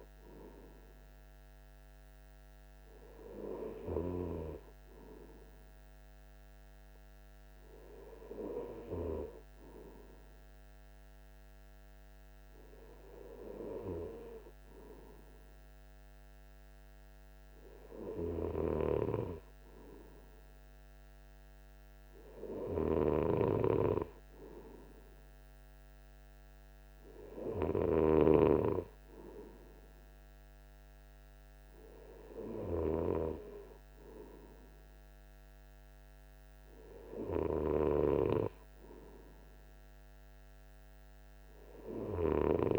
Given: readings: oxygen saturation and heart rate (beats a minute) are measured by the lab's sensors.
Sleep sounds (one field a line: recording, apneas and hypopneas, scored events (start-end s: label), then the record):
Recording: breathing in sleep by a microphone on the trachea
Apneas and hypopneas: none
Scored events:
none scored
From the record:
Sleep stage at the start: N2 (light sleep)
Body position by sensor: on the right side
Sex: male